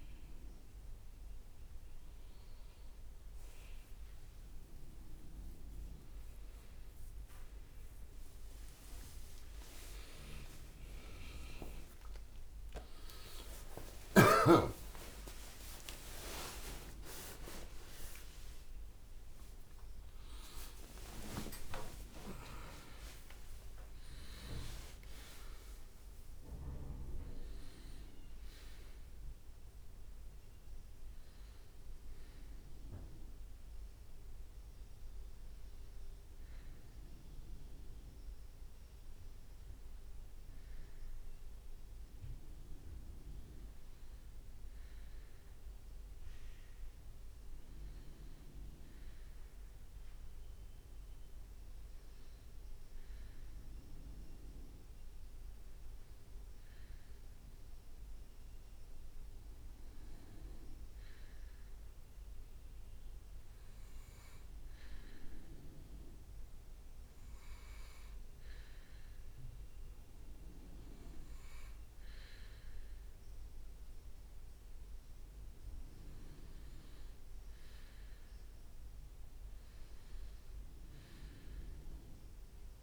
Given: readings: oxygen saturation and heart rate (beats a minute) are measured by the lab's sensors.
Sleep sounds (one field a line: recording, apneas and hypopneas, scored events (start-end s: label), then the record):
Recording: a person partly awake in a sleep study, by a room microphone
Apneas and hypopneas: none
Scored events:
7.00-37.00 s: new sleep stage, awake
37.00-67.00 s: new sleep stage, N1 (lightest sleep)
39.50-44.00 s: leg movement (device-marked)
67.00-82.83 s: new sleep stage, N2 (light sleep)
81.00-82.83 s: leg movement (device-marked)
From the record:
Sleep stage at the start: N2 (light sleep)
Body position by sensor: on the right side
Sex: male